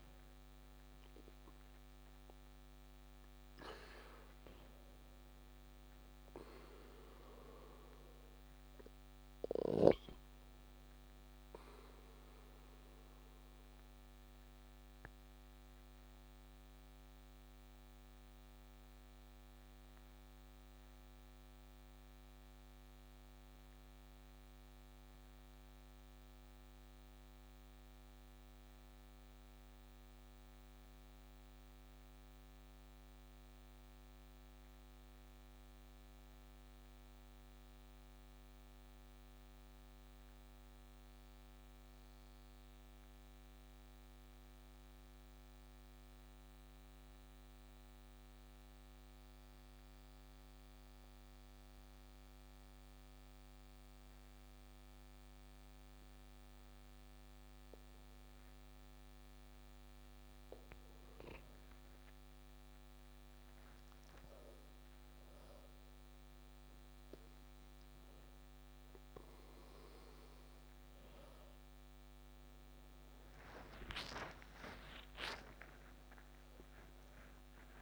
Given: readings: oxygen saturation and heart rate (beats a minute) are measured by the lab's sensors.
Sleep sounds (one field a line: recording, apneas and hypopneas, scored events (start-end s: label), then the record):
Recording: breathing in sleep by a microphone on the trachea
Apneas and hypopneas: 1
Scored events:
0.00-28.50 s: oxygen desaturation (device-marked, oxygen 91% lowest, heart rate 35 extreme)
14.50-59.50 s: obstructive apnea (oxygen 96% before, 90% lowest, heart rate 41 before, 25 extreme, up 12 after)
47.50-58.50 s: oxygen desaturation (device-marked, oxygen 97% before, 94% lowest, heart rate 41 before, 26 extreme)
66.50-77.81 s: oxygen desaturation (device-marked, oxygen 95% before, 90% lowest, heart rate 41 before, 25 extreme)
74.00-77.81 s: arousal
From the record:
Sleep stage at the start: N2 (light sleep)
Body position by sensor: on the back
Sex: male